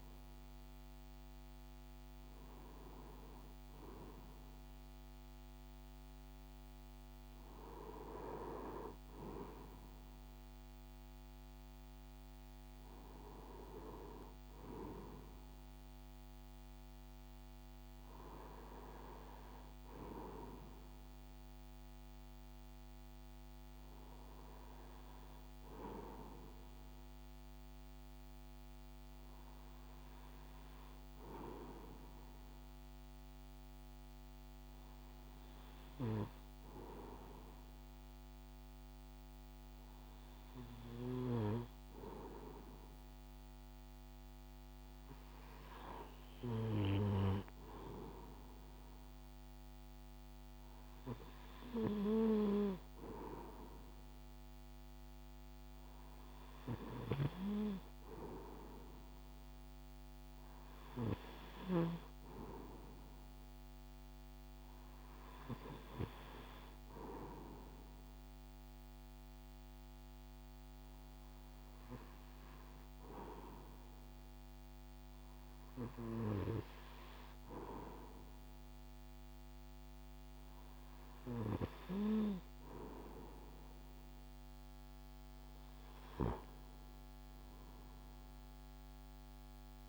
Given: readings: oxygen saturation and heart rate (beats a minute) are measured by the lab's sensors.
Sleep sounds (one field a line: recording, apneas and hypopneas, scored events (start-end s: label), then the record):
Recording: breathing in sleep by a microphone on the trachea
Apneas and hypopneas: none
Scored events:
none scored
From the record:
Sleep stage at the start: REM sleep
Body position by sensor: on the right side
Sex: male